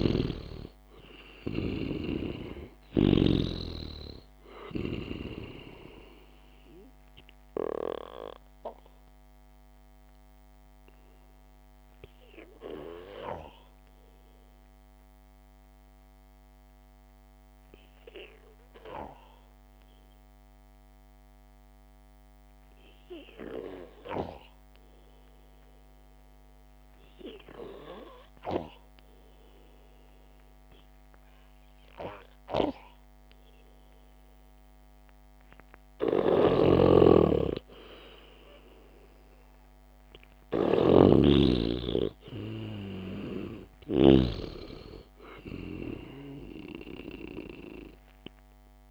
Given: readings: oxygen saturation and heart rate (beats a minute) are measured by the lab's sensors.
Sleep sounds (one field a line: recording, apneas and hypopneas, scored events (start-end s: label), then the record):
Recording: breathing in sleep by a microphone on the trachea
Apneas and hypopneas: 1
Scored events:
10.00-35.50 s: hypopnea (oxygen 99% before, 93% lowest, heart rate 58 before, 51 extreme)
36.50-44.50 s: snoring (device-marked)
40.00-44.50 s: arousal
From the record:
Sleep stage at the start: N2 (light sleep)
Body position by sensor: on the back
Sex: male